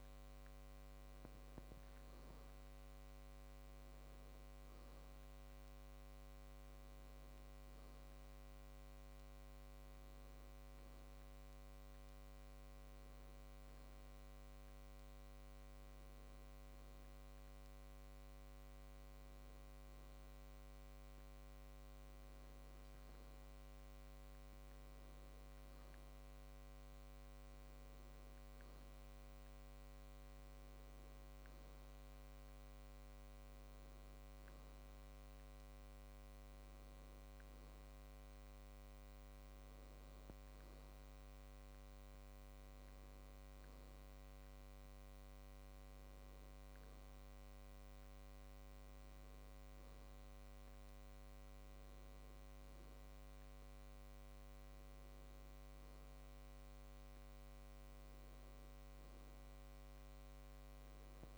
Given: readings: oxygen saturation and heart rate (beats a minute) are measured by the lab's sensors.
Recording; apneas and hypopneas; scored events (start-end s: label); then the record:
breathing in sleep, hard to hear, by a microphone on the trachea; none
none scored
From the record:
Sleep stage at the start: N1 (lightest sleep); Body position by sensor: on the back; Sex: male